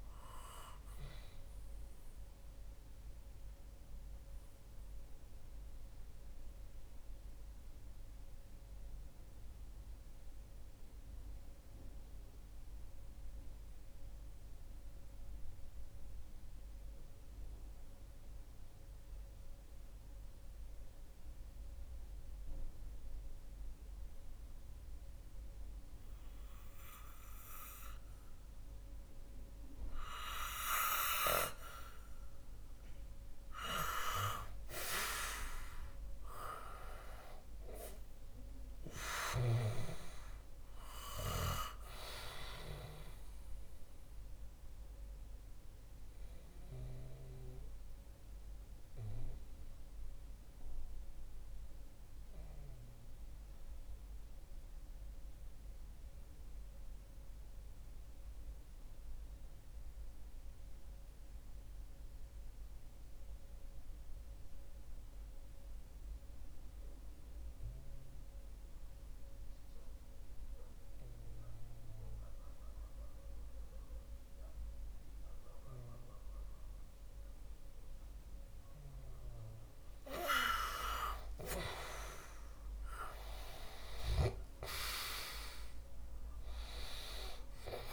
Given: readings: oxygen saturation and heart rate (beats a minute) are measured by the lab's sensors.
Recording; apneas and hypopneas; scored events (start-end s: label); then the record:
breathing in sleep by a room microphone; 2
0.00-16.00 s: oxygen desaturation (device-marked, oxygen 90% lowest, heart rate 62 extreme)
0.50-30.00 s: mixed apnea (oxygen 98% before, 90% lowest, heart rate 65 before, 59 extreme, up 2 after)
31.00-60.00 s: oxygen desaturation (device-marked, oxygen 98% before, 90% lowest, heart rate 63 before, 59 extreme)
32.00-36.50 s: arousal
43.00-78.50 s: mixed apnea (oxygen 98% before, 88% lowest, heart rate 64 before, 59 extreme, up 8 after)
77.00-87.92 s: oxygen desaturation (device-marked, oxygen 97% before, 88% lowest, heart rate 63 before, 61 extreme)
82.50-87.00 s: arousal
From the record:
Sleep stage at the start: N2 (light sleep); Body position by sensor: on the back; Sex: male